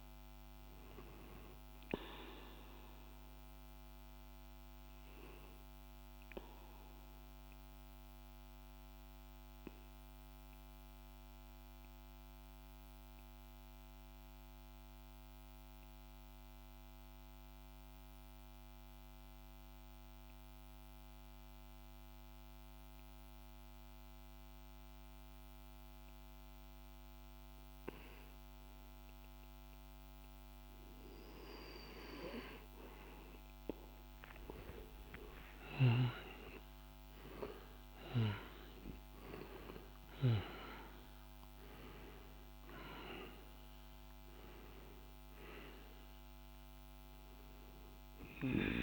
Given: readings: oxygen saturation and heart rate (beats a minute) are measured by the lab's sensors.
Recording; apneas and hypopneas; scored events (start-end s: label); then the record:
breathing in sleep by a microphone on the trachea; 1
0.00-13.00 s: oxygen desaturation (device-marked, oxygen 91% lowest, heart rate 47 extreme)
4.00-31.00 s: mixed apnea (oxygen 99% before, 91% lowest, heart rate 51 before, 47 extreme, up 7 after)
27.00-48.83 s: oxygen desaturation (device-marked, oxygen 99% before, 91% lowest, heart rate 47 before, 49 extreme)
33.00-37.50 s: arousal
From the record:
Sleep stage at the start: N2 (light sleep); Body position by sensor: on the back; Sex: male